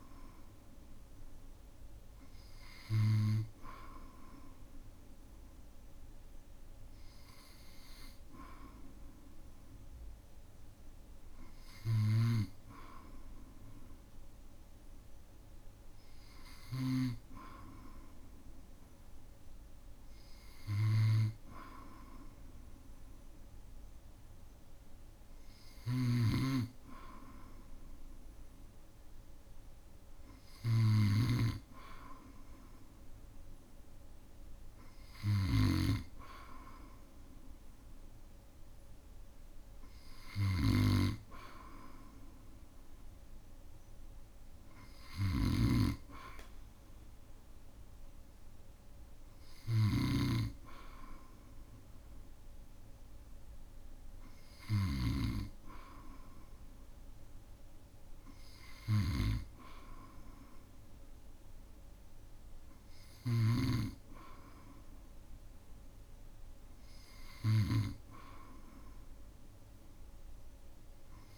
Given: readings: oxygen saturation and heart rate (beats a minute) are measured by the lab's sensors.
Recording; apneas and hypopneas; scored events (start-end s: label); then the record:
breathing in sleep by a room microphone; none
12.00-17.00 s: snoring (device-marked)
25.50-68.00 s: snoring (device-marked)
From the record:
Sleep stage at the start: N2 (light sleep); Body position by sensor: on the back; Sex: male